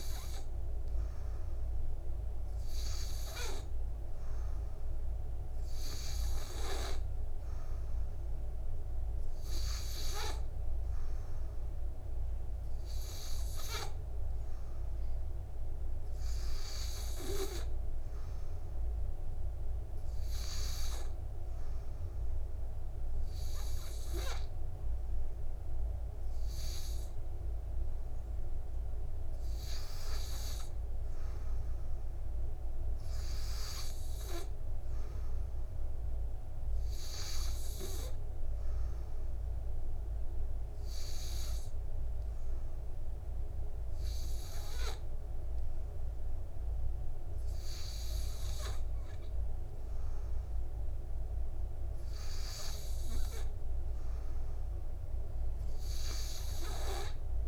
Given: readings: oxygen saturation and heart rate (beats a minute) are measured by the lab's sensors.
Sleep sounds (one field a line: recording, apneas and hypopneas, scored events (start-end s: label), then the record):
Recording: breathing in sleep by a room microphone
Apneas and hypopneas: none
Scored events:
none scored
From the record:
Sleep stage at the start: N2 (light sleep)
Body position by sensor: on the back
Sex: male